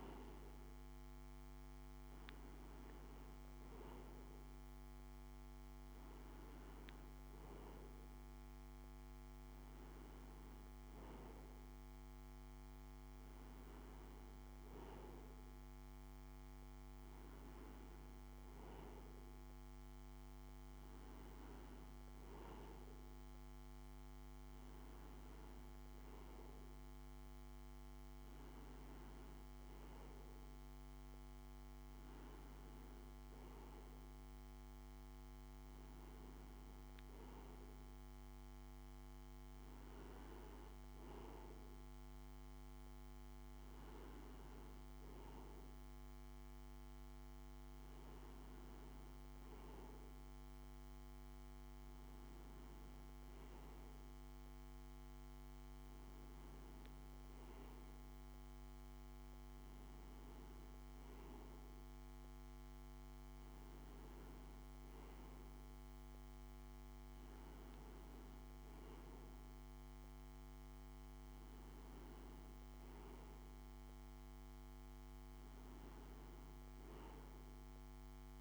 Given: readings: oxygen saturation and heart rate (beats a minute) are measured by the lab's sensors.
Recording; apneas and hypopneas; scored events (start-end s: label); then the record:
breathing in sleep, hard to hear, by a microphone on the trachea; none
none scored
From the record:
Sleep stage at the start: N2 (light sleep); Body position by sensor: on the right side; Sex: male